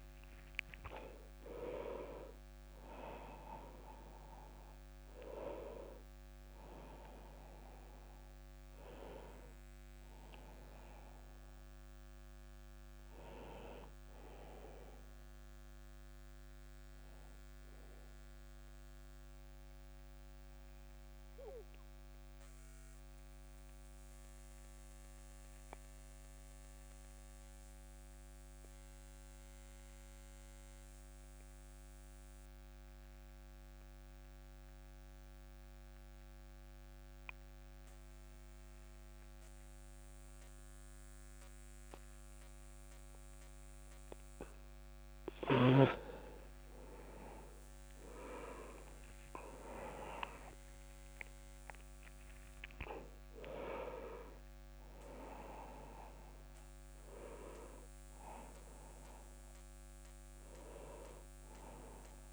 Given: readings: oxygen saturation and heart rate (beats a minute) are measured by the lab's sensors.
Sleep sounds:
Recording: breathing in sleep by a microphone on the trachea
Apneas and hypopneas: 1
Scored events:
0.00-26.00 s: oxygen desaturation (device-marked, oxygen 91% lowest)
18.00-43.50 s: obstructive apnea (oxygen 97% before, 91% lowest)
46.50-51.00 s: arousal
49.00-62.33 s: oxygen desaturation (device-marked, oxygen 99% before, 91% lowest)
From the record:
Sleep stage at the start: N2 (light sleep)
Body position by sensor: on the back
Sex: male

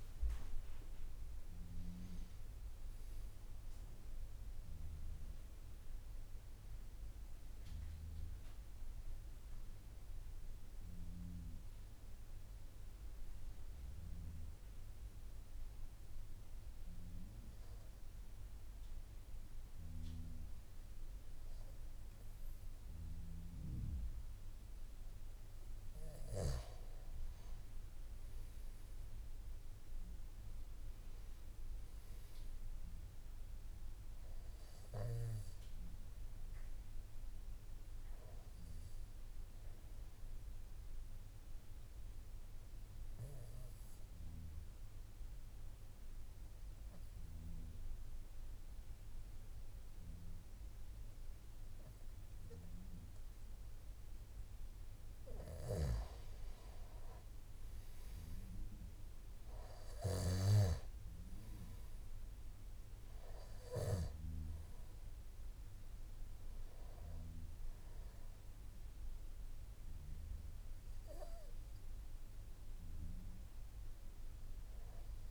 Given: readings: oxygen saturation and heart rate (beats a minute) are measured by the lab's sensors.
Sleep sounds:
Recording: breathing in sleep by a room microphone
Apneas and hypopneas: 2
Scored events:
0.00-9.00 s: oxygen desaturation (device-marked, oxygen 90% lowest, heart rate 53 extreme)
12.50-24.50 s: mixed apnea (oxygen 98% before, 91% lowest, heart rate 60 before, 50 extreme, up 5 after)
34.00-51.00 s: oxygen desaturation (device-marked, oxygen 98% before, 94% lowest, heart rate 55 before, 50 extreme)
40.50-54.00 s: obstructive apnea (oxygen 98% before, 91% lowest, heart rate 54 before, 50 extreme, up 7 after)
63.00-75.31 s: oxygen desaturation (device-marked, oxygen 97% before, 91% lowest, heart rate 53 before, 50 extreme)
From the record:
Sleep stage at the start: N2 (light sleep)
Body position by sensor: on the back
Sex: male

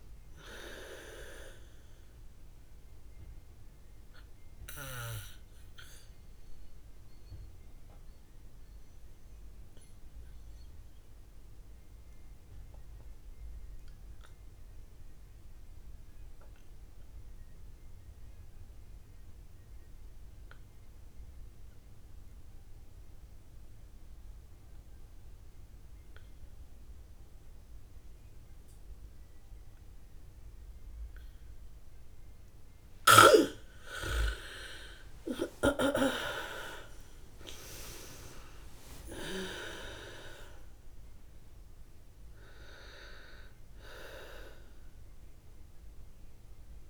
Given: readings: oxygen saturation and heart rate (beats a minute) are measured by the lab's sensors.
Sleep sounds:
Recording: breathing in sleep by a room microphone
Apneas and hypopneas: 1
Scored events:
0.00-5.00 s: bradycardia (device-marked, heart rate 39 extreme)
0.00-19.00 s: oxygen desaturation (device-marked, oxygen 82% lowest)
7.00-32.50 s: obstructive apnea (oxygen 100% before, 78% lowest)
21.00-45.00 s: bradycardia (device-marked)
29.00-46.89 s: oxygen desaturation (device-marked, oxygen 100% before, 78% lowest)
35.00-39.50 s: arousal
From the record:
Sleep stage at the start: N2 (light sleep)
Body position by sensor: on the back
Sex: female

